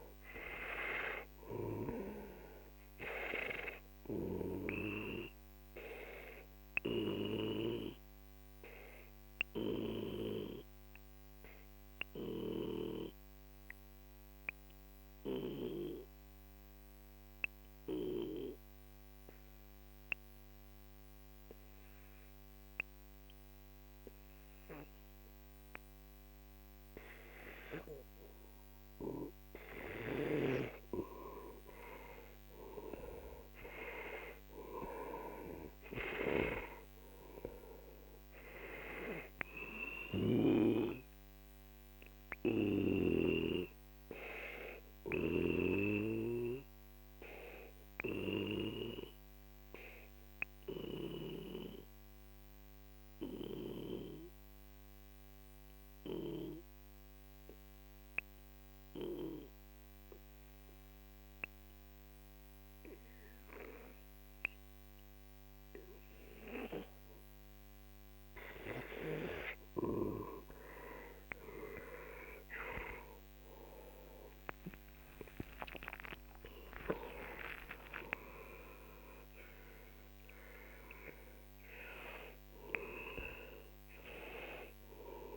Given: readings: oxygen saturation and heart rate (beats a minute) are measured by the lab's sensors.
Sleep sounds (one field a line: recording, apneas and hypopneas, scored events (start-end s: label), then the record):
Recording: breathing in sleep by a microphone on the trachea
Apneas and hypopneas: 2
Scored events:
0.00-15.50 s: oxygen desaturation (device-marked, oxygen 91% lowest, heart rate 44 extreme)
6.50-29.50 s: obstructive apnea (oxygen 98% before, 91% lowest, heart rate 54 before, 45 extreme, up 12 after)
31.50-36.00 s: arousal
32.50-52.50 s: oxygen desaturation (device-marked, oxygen 97% before, 92% lowest, heart rate 49 before, 45 extreme)
40.00-43.50 s: snoring (device-marked)
43.00-67.50 s: obstructive apnea (oxygen 98% before, 91% lowest, heart rate 55 before, 45 extreme, up 14 after)
70.50-84.50 s: oxygen desaturation (device-marked, oxygen 97% before, 91% lowest, heart rate 48 before, 46 extreme)
73.00-77.50 s: arousal
From the record:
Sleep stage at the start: N2 (light sleep)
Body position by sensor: on the back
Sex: male